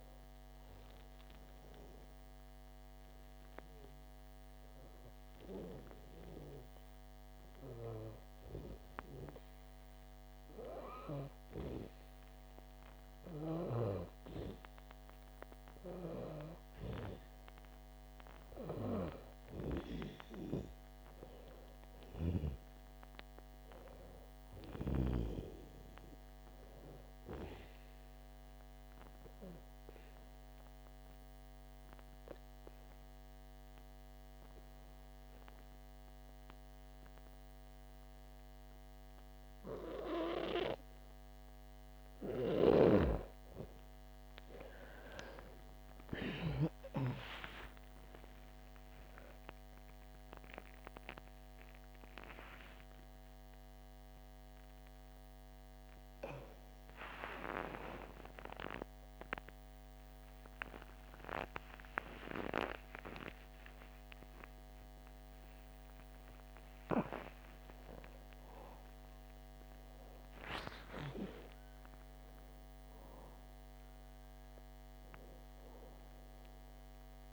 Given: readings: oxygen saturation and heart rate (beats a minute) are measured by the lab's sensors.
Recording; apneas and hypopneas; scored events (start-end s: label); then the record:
a person partly awake in a sleep study, by a microphone on the trachea; 2
3.00-14.50 s: hypopnea (oxygen 97% before, 91% lowest, heart rate 79 before, 66 extreme, up 6 after)
17.00-20.50 s: arousal
17.50-37.50 s: oxygen desaturation (device-marked, oxygen 96% before, 93% lowest, heart rate 68 before, 26 extreme)
29.00-42.50 s: obstructive apnea (oxygen 97% before, 91% lowest, heart rate 71 before, 26 extreme, up 8 after)
46.50-77.33 s: oxygen desaturation (device-marked, oxygen 96% before, 91% lowest, heart rate 70 before, 26 extreme)
52.50-77.33 s: new sleep stage, awake
From the record:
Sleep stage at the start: N2 (light sleep); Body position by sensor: on the back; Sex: female